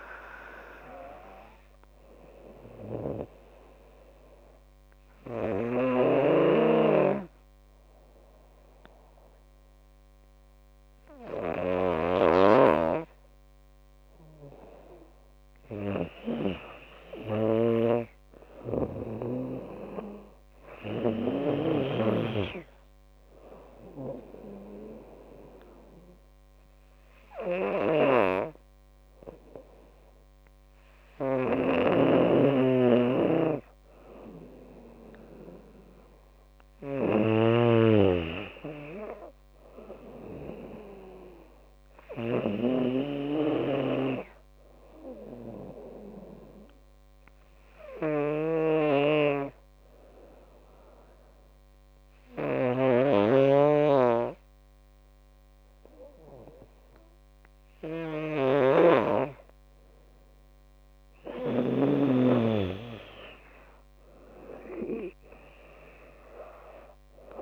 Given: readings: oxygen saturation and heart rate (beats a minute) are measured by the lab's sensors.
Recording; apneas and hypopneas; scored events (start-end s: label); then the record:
breathing in sleep by a microphone on the trachea; 3
0.00-6.00 s: oxygen desaturation (device-marked, oxygen 93% lowest, heart rate 73 extreme)
3.00-13.50 s: obstructive apnea (oxygen 96% before, 93% lowest, heart rate 83 before, 73 extreme, up 9 after)
16.50-20.00 s: arousal
17.50-22.00 s: snoring (device-marked)
23.00-34.50 s: obstructive apnea (oxygen 96% before, 93% lowest, heart rate 78 before, 72 extreme, up 5 after)
32.00-37.50 s: snoring (device-marked)
37.50-41.00 s: arousal
40.00-53.00 s: drop in pulse transit time (device-marked, heart rate 79 before, 77 extreme)
42.00-51.00 s: oxygen desaturation (device-marked, oxygen 96% before, 93% lowest, heart rate 79 before, 72 extreme)
47.00-60.50 s: obstructive apnea (oxygen 96% before, 93% lowest, heart rate 78 before, 69 extreme, up 13 after)
48.50-62.00 s: snoring (device-marked)
63.00-66.00 s: arousal
65.00-67.42 s: drop in pulse transit time (device-marked, heart rate 77 before, 80 extreme)
66.00-67.42 s: oxygen desaturation (device-marked, oxygen 96% before, 93% lowest, heart rate 77 before, 69 extreme)
From the record:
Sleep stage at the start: N2 (light sleep); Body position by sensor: on the back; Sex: female